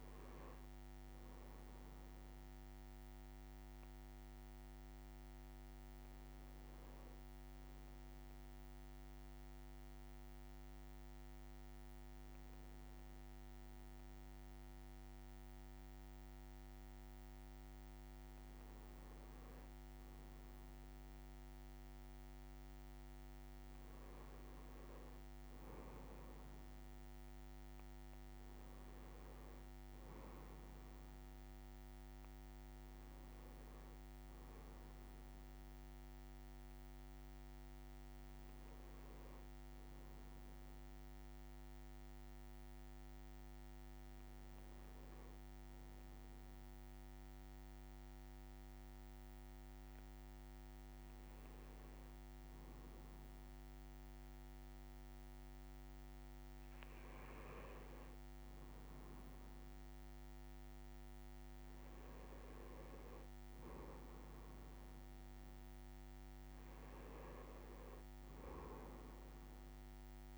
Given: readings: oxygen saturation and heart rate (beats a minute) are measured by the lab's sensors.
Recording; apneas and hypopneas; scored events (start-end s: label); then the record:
breathing in sleep, hard to hear, by a microphone on the trachea; none
none scored
From the record:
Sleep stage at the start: N1 (lightest sleep); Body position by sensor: on the right side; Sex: male